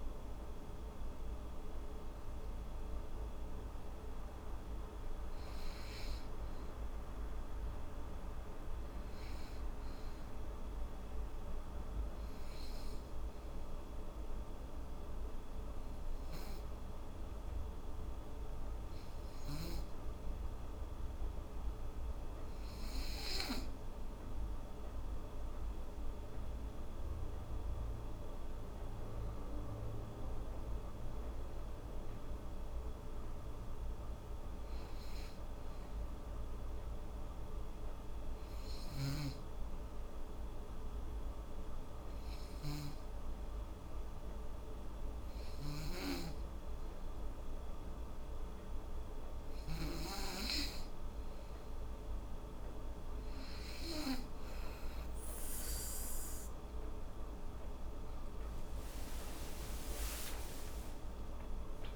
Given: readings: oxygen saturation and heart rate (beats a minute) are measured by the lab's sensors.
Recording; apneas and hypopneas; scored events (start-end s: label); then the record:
breathing in sleep, hard to hear, by a room microphone; 2
12.00-24.50 s: hypopnea (oxygen 96% before, 89% lowest, heart rate 82 before, 79 extreme, up 9 after)
27.00-30.50 s: arousal
27.50-47.50 s: oxygen desaturation (device-marked, oxygen 96% before, 89% lowest, heart rate 80 before, 79 extreme)
37.00-50.50 s: hypopnea (oxygen 96% before, 89% lowest, heart rate 83 before, 79 extreme, up 5 after)
58.50-61.96 s: arousal
58.50-61.96 s: oxygen desaturation (device-marked, oxygen 97% before, 90% lowest, heart rate 81 before, 76 extreme)
From the record:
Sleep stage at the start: N2 (light sleep); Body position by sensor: on the back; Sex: female